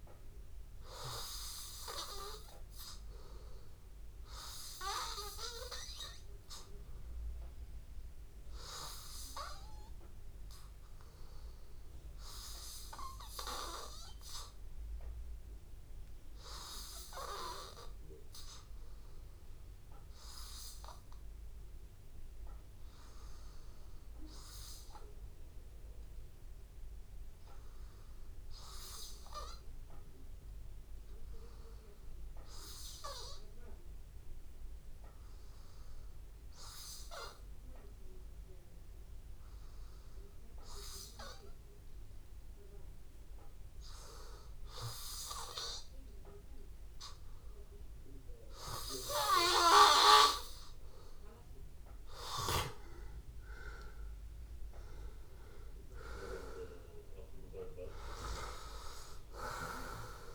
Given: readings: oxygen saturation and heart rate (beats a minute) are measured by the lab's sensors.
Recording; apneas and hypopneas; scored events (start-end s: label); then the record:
breathing in sleep by a room microphone; 1
6.00-9.50 s: arousal
12.00-27.50 s: hypopnea (oxygen 95% before, 89% lowest, heart rate 86 before, 85 extreme, up 1 after)
29.50-33.50 s: arousal
37.50-60.35 s: oxygen desaturation (device-marked, oxygen 95% before, 89% lowest, heart rate 85 before, 83 extreme)
49.50-51.50 s: long interval between heartbeats (device-marked, heart rate 85 before, 86 extreme)
From the record:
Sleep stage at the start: N2 (light sleep); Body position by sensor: on the back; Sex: male